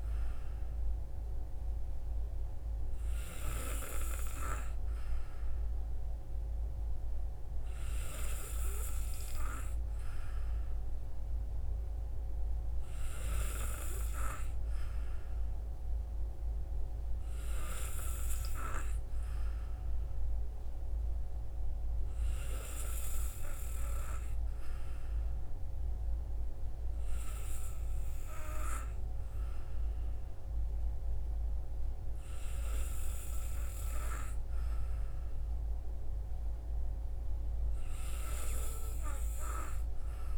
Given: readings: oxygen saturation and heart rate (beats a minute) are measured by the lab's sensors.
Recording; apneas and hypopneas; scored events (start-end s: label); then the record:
breathing in sleep by a room microphone; none
none scored
From the record:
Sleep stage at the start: N2 (light sleep); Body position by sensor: on the back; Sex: male